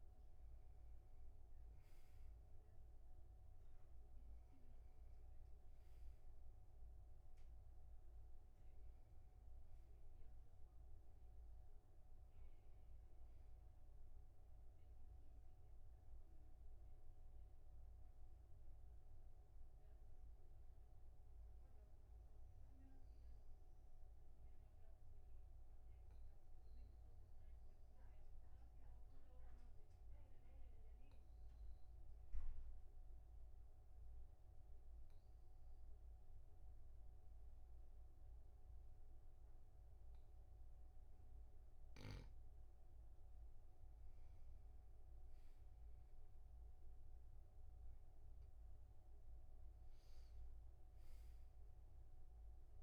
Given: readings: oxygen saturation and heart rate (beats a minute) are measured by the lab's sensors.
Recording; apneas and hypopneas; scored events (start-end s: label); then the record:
breathing in sleep, hard to hear, by a room microphone; 1
0.00-4.00 s: oxygen desaturation (device-marked, oxygen 96% lowest, heart rate 46 extreme)
17.50-20.50 s: arousal
22.50-41.50 s: obstructive apnea (oxygen 98% before, 96% lowest, heart rate 52 before, 43 extreme, up 4 after)
46.00-49.50 s: arousal
From the record:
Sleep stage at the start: N2 (light sleep); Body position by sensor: on the back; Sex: male